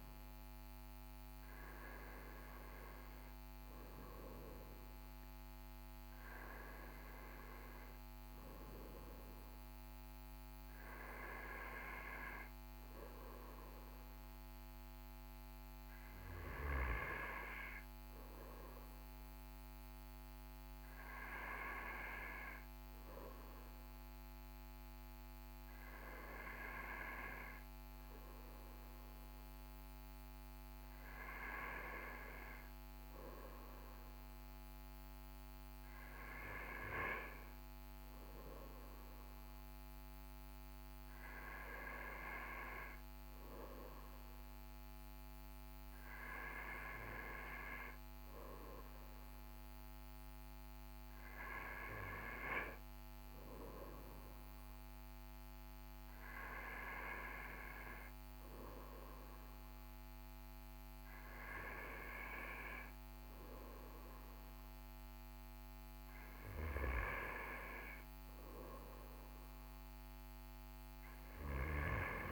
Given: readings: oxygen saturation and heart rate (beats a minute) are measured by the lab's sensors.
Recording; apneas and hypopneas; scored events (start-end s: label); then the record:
breathing in sleep by a microphone on the trachea; none
3.50-7.50 s: arousal
From the record:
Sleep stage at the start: N2 (light sleep); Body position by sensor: on the right side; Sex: male